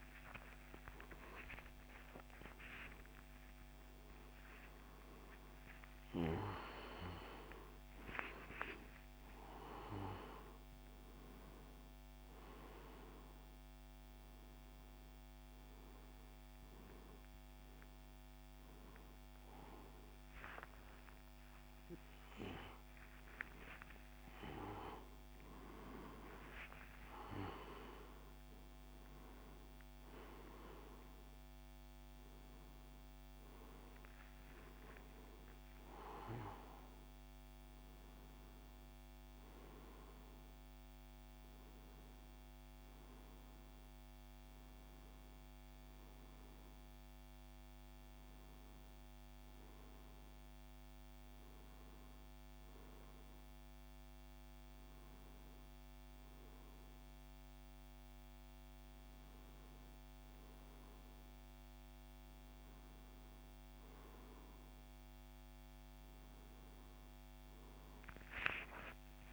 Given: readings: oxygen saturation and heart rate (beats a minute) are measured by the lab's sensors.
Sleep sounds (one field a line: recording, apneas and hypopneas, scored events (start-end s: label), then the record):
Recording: a person awake in a sleep study, by a microphone on the trachea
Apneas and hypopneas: none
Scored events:
none scored
From the record:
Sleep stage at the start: awake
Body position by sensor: on the right side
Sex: male